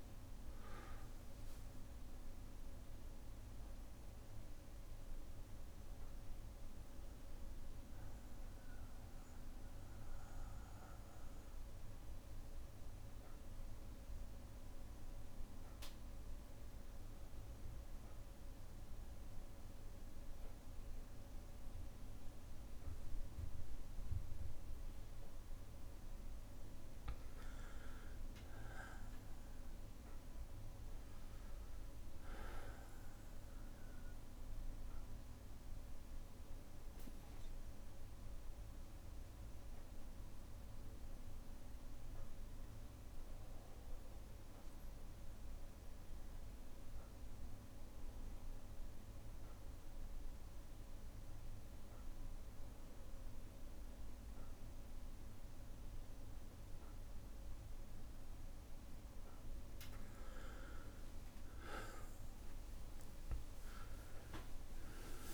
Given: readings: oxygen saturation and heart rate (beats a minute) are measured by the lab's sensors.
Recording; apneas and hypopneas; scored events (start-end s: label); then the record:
breathing in sleep, hard to hear, by a room microphone; 2
10.50-25.00 s: obstructive apnea (oxygen 98% before, 94% lowest, heart rate 64 before, 57 extreme, up 3 after)
11.00-25.00 s: bradycardia (device-marked, heart rate 63 before, 58 extreme)
27.00-31.00 s: arousal
28.00-49.00 s: oxygen desaturation (device-marked, oxygen 98% before, 95% lowest, heart rate 59 before, 57 extreme)
37.00-57.50 s: obstructive apnea (oxygen 98% before, 94% lowest, heart rate 59 before, 57 extreme, up 6 after)
39.00-57.00 s: bradycardia (device-marked, heart rate 63 before, 57 extreme)
60.00-64.00 s: arousal
60.00-65.34 s: oxygen desaturation (device-marked, oxygen 98% before, 94% lowest, heart rate 58 before, 59 extreme)
From the record:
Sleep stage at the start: N2 (light sleep); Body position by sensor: on the back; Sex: male